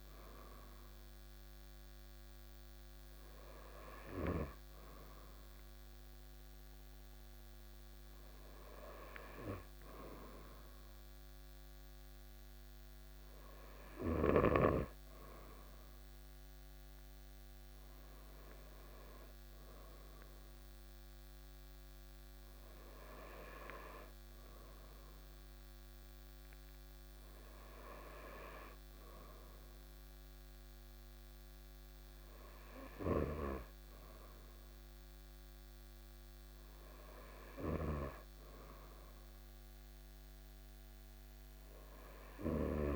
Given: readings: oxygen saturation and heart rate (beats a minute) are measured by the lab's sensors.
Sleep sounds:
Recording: breathing in sleep by a microphone on the trachea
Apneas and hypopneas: none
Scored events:
none scored
From the record:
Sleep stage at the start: N2 (light sleep)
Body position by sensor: on the right side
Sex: male

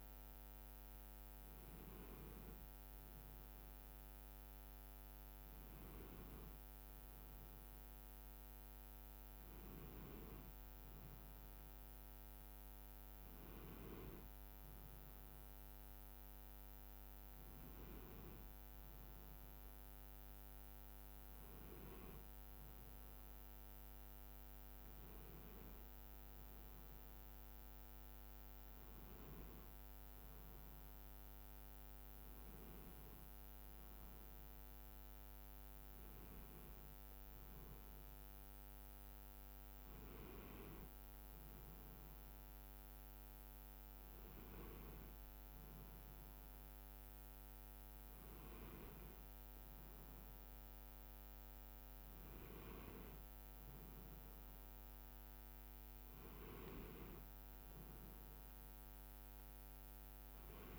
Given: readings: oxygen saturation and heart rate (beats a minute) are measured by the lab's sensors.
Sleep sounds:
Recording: a person awake in a sleep study, hard to hear, by a microphone on the trachea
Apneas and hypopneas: none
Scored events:
none scored
From the record:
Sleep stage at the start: awake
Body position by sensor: on the back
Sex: male

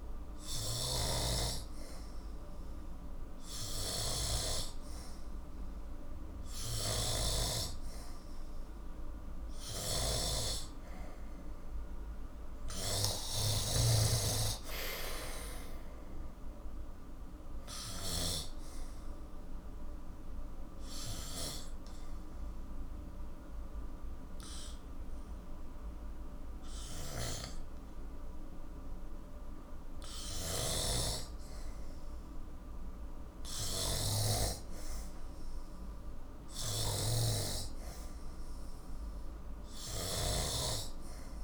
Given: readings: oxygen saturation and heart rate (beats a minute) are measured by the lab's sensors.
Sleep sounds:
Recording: breathing in sleep by a room microphone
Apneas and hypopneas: 1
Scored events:
0.00-4.50 s: snoring (device-marked)
6.50-13.50 s: snoring (device-marked)
13.50-17.00 s: arousal
20.50-31.50 s: hypopnea (oxygen 92% before, 91% lowest, heart rate 92 before, 49 extreme, up 9 after)
30.00-41.44 s: snoring (device-marked)
34.00-37.50 s: arousal
From the record:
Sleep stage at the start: N2 (light sleep)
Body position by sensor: on the back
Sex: male

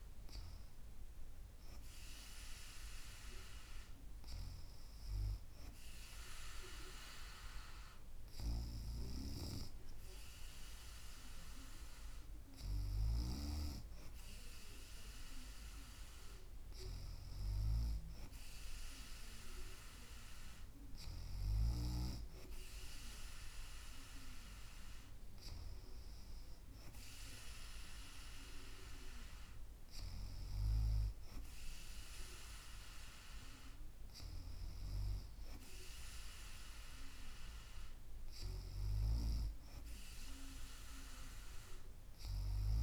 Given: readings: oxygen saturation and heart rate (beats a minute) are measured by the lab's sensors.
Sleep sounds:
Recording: breathing in sleep by a room microphone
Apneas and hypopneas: none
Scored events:
none scored
From the record:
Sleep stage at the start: N2 (light sleep)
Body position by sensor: on the back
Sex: female

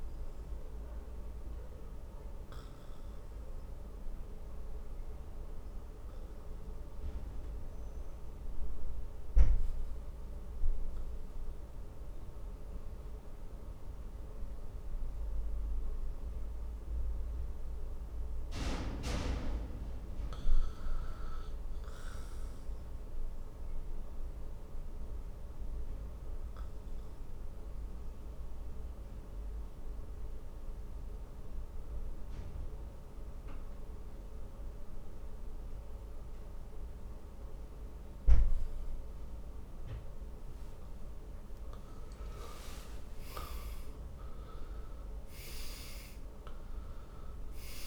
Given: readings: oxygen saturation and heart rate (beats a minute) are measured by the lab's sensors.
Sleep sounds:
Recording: breathing in sleep, hard to hear, by a room microphone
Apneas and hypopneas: 1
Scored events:
0.00-18.00 s: oxygen desaturation (device-marked, oxygen 83% lowest, heart rate 48 extreme)
0.50-41.00 s: obstructive apnea (oxygen 99% before, 83% lowest, heart rate 64 before, 49 extreme, up 20 after)
42.00-47.00 s: arousal
From the record:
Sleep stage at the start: N2 (light sleep)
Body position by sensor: on the back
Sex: male

